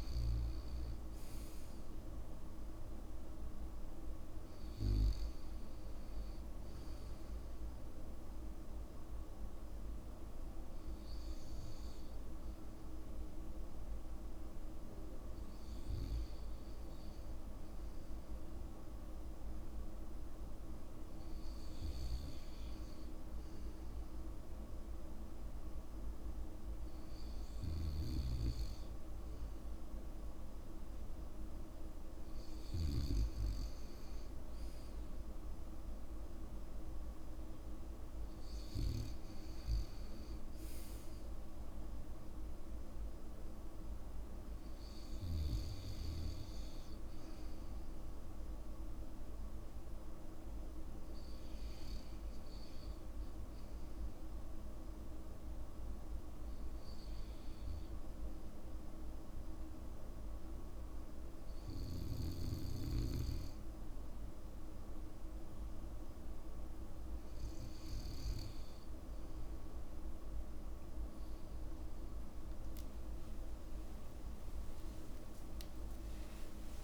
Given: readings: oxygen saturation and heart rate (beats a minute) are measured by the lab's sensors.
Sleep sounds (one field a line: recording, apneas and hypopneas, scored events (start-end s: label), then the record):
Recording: breathing in sleep, hard to hear, by a room microphone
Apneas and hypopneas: 2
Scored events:
0.00-1.50 s: arousal
11.00-31.50 s: hypopnea (oxygen 96% before, 92% lowest, heart rate 62 before, 58 extreme, up 3 after)
35.00-40.00 s: arousal
52.00-63.50 s: obstructive apnea (oxygen 95% before, 92% lowest, heart rate 61 before, 61 extreme)
From the record:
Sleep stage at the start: REM sleep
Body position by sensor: on the back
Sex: male